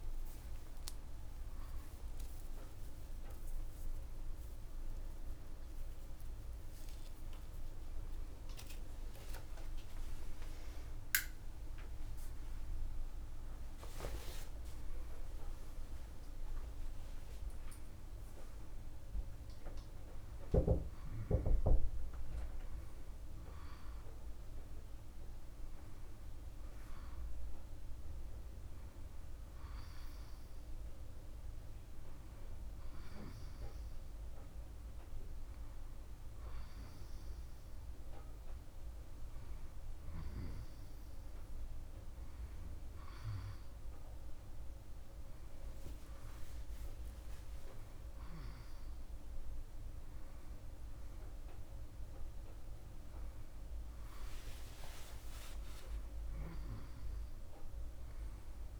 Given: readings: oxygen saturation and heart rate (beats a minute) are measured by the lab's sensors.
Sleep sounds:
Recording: a person awake in a sleep study, by a room microphone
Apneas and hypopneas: none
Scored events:
none scored
From the record:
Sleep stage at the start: awake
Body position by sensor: on the back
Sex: male

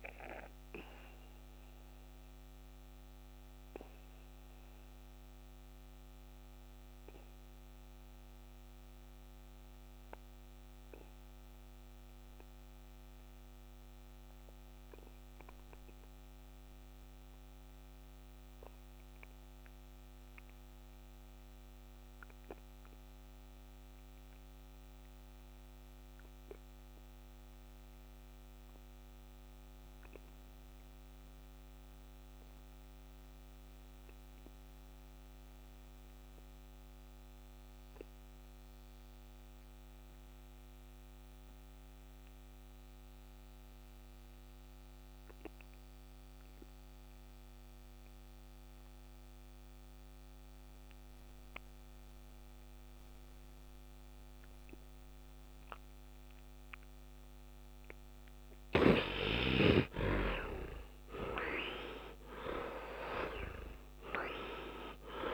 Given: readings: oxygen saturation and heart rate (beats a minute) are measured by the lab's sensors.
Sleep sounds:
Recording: breathing in sleep by a microphone on the trachea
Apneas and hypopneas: 1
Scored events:
0.00-16.50 s: oxygen desaturation (device-marked, oxygen 71% lowest, heart rate 58 extreme)
1.00-57.00 s: obstructive apnea (oxygen 98% before, 51% lowest, heart rate 70 before, 58 extreme, up 8 after)
18.50-65.34 s: oxygen desaturation (device-marked, oxygen 100% before, 51% lowest, heart rate 66 before, 58 extreme)
59.00-63.00 s: arousal
From the record:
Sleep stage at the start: N2 (light sleep)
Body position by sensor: on the right side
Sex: male

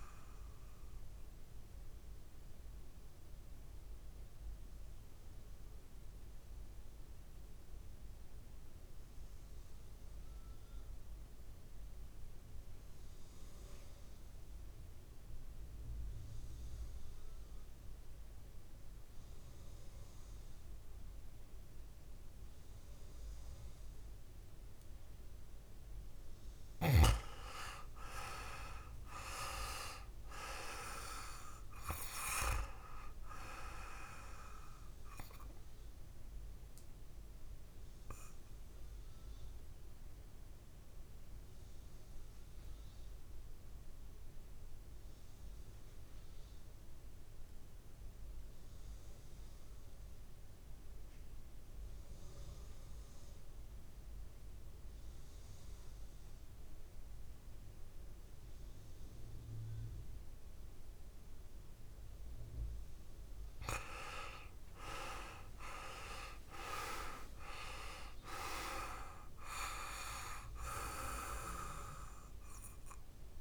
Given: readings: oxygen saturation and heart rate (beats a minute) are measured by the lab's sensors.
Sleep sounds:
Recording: breathing in sleep by a room microphone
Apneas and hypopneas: 2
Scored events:
0.00-12.00 s: oxygen desaturation (device-marked, oxygen 89% lowest, heart rate 54 extreme)
1.50-25.50 s: obstructive apnea (oxygen 99% before, 89% lowest, heart rate 63 before, 55 extreme, up 5 after)
27.00-31.00 s: arousal
27.00-50.00 s: oxygen desaturation (device-marked, oxygen 99% before, 91% lowest, heart rate 59 before, 55 extreme)
36.00-62.00 s: obstructive apnea (oxygen 100% before, 88% lowest, heart rate 62 before, 55 extreme, up 8 after)
64.00-68.00 s: arousal
64.00-73.41 s: oxygen desaturation (device-marked, oxygen 99% before, 89% lowest, heart rate 60 before, 56 extreme)
From the record:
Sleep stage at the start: N2 (light sleep)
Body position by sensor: on the back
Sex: male

